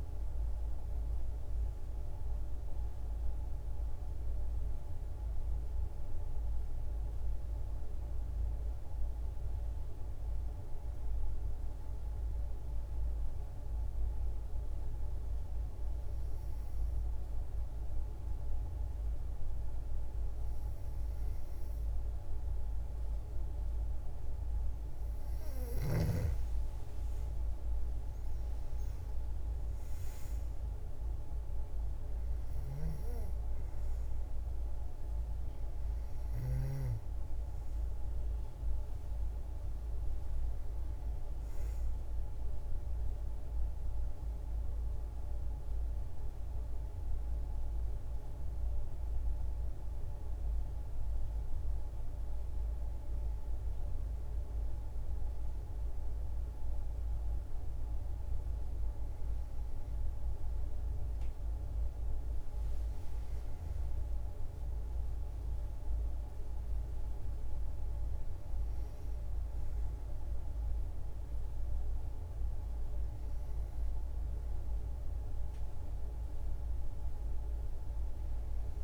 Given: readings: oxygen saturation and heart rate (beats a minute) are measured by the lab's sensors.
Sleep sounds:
breathing in sleep, hard to hear, by a room microphone; 1
0.00-8.50 s: oxygen desaturation (device-marked, oxygen 89% lowest, heart rate 54 extreme)
12.00-24.00 s: obstructive apnea (oxygen 95% before, 90% lowest, heart rate 65 before, 55 extreme, up 37 after)
26.50-30.00 s: arousal
27.50-58.50 s: oxygen desaturation (device-marked, oxygen 97% before, 90% lowest, heart rate 64 before, 53 extreme)
72.00-75.00 s: arousal
From the record:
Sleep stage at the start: N2 (light sleep); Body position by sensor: on the back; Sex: female

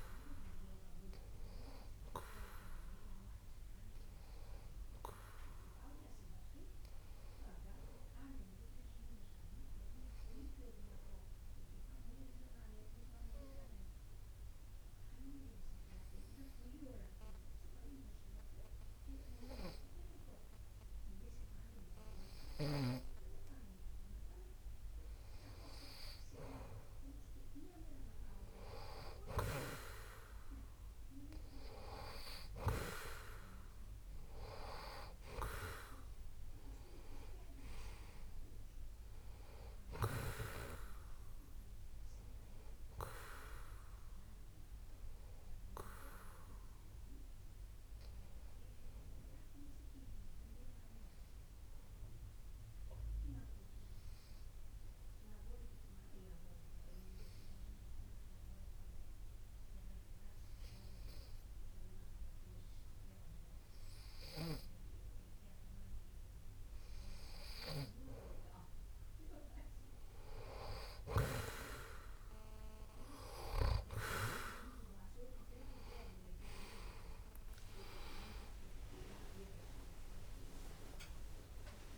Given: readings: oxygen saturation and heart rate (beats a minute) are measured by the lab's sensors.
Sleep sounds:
breathing in sleep by a room microphone; 2
11.50-25.00 s: obstructive apnea (oxygen 97% before, 91% lowest)
28.00-31.50 s: arousal
32.00-59.00 s: oxygen desaturation (device-marked, oxygen 95% before, 91% lowest)
51.00-66.50 s: obstructive apnea (oxygen 95% before, 90% lowest)
73.00-81.98 s: oxygen desaturation (device-marked, oxygen 96% before, 90% lowest)
79.00-81.98 s: arousal
From the record:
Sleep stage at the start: N2 (light sleep); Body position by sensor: on the back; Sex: male

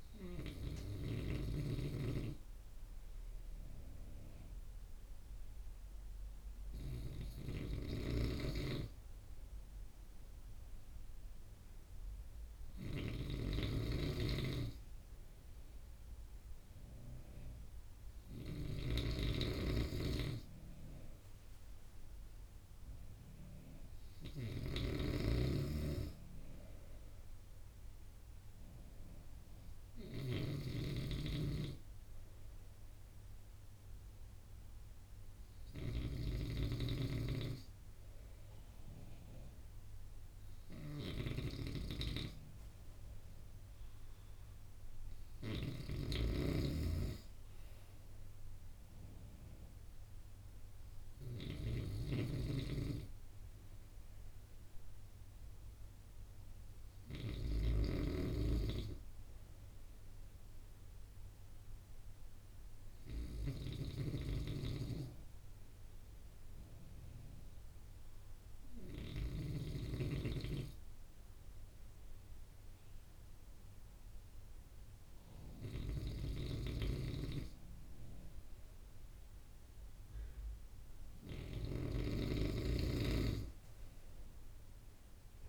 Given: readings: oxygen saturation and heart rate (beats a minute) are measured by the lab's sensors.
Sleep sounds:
breathing in sleep by a room microphone; none
1.50-69.50 s: snoring (device-marked)
75.50-85.49 s: snoring (device-marked)
From the record:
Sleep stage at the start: N2 (light sleep); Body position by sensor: on the right side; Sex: male

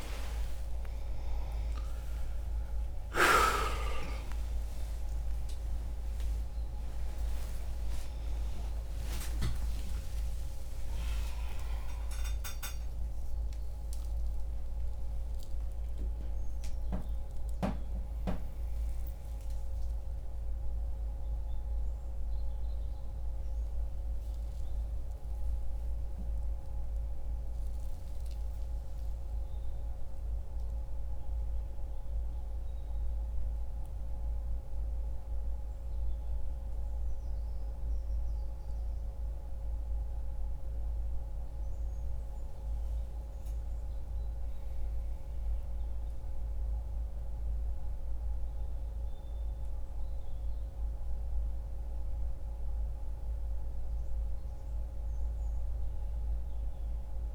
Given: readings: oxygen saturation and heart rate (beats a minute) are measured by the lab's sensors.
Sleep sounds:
a person awake in a sleep study, by a room microphone; none
9.00-25.00 s: oxygen desaturation (device-marked, oxygen 96% before, 92% lowest, heart rate 72 before, 81 extreme)
From the record:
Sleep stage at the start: awake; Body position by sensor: upright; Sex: male

